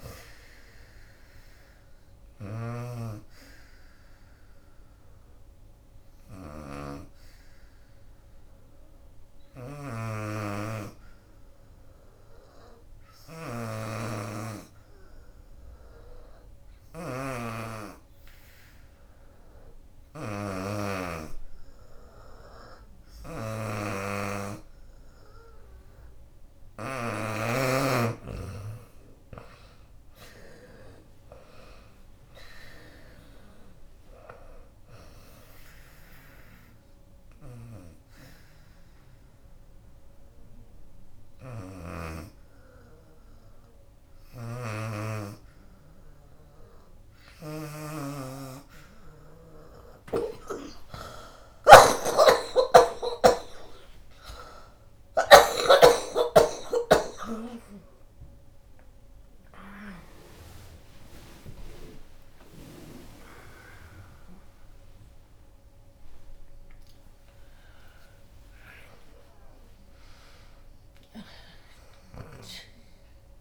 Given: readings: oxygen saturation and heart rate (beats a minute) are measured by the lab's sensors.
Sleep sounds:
breathing in sleep by a room microphone; 2
0.00-5.50 s: drop in pulse transit time (device-marked, heart rate 82 extreme)
0.00-15.50 s: oxygen desaturation (device-marked, oxygen 89% lowest, heart rate 72 extreme)
4.50-27.00 s: obstructive apnea (oxygen 94% before, 84% lowest, heart rate 80 before, 69 extreme, up 17 after)
23.50-52.50 s: oxygen desaturation (device-marked, oxygen 94% before, 84% lowest, heart rate 77 before, 69 extreme)
26.50-39.50 s: drop in pulse transit time (device-marked, heart rate 76 before, 76 extreme)
28.50-31.50 s: arousal
36.50-52.00 s: obstructive apnea (oxygen 94% before, 84% lowest, heart rate 81 before, 70 extreme, up 46 after)
53.00-56.50 s: arousal
56.00-58.00 s: long interval between heartbeats (device-marked, heart rate 80 before, 101 extreme)
56.50-70.50 s: drop in pulse transit time (device-marked, heart rate 80 before, 109 extreme)
58.50-73.41 s: new sleep stage, N1 (lightest sleep)
61.50-63.50 s: long interval between heartbeats (device-marked, heart rate 89 before, 131 extreme)
67.00-69.00 s: long interval between heartbeats (device-marked, heart rate 105 before, 129 extreme)
From the record:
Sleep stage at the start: N2 (light sleep); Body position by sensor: on the back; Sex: female

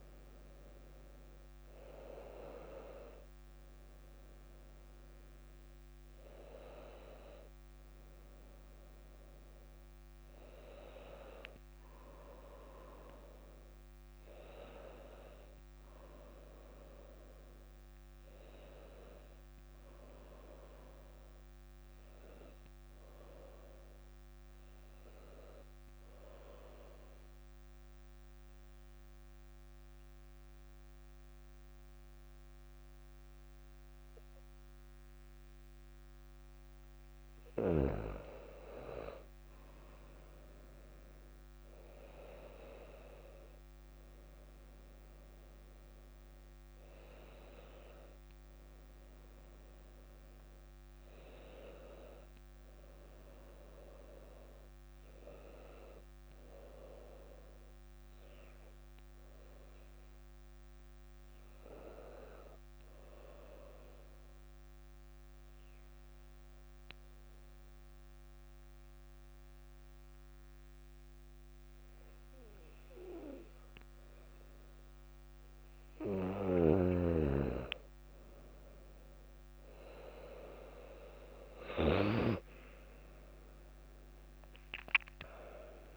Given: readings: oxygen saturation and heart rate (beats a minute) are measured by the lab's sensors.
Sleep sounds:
breathing in sleep by a microphone on the trachea; 2
0.00-1.50 s: arousal
1.00-21.00 s: oxygen desaturation (device-marked, oxygen 99% before, 95% lowest, heart rate 60 before, 57 extreme)
27.50-38.00 s: mixed apnea (oxygen 99% before, 94% lowest, heart rate 61 before, 57 extreme, up 4 after)
40.00-45.00 s: arousal
40.00-63.00 s: oxygen desaturation (device-marked, oxygen 99% before, 94% lowest, heart rate 58 before, 57 extreme)
64.00-76.50 s: obstructive apnea (oxygen 99% before, 94% lowest, heart rate 59 before, 57 extreme, up 4 after)
83.50-85.97 s: arousal
84.00-85.97 s: drop in pulse transit time (device-marked, heart rate 59 before, 57 extreme)
84.00-85.97 s: oxygen desaturation (device-marked, oxygen 99% before, 94% lowest, heart rate 59 before, 57 extreme)
From the record:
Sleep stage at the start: REM sleep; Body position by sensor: on the back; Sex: female

